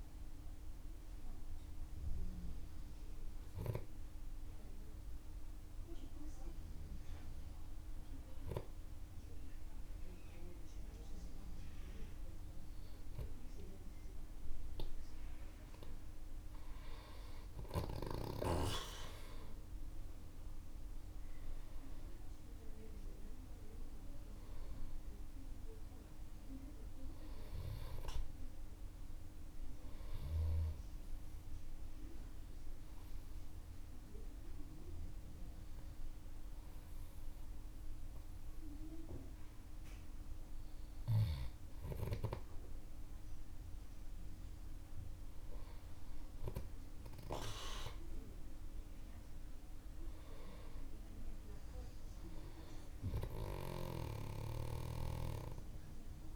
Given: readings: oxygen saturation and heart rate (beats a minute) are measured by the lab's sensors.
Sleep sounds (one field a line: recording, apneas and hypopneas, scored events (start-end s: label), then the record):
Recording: breathing in sleep by a room microphone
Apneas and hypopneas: 2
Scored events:
0.50-15.50 s: hypopnea (oxygen 97% before, 95% lowest, heart rate 62 before, 49 extreme, up 23 after)
19.00-24.00 s: arousal
30.00-42.50 s: obstructive apnea (oxygen 97% before, 93% lowest, heart rate 58 before, 49 extreme)
47.00-50.50 s: arousal
From the record:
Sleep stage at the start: N2 (light sleep)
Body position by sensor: on the back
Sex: male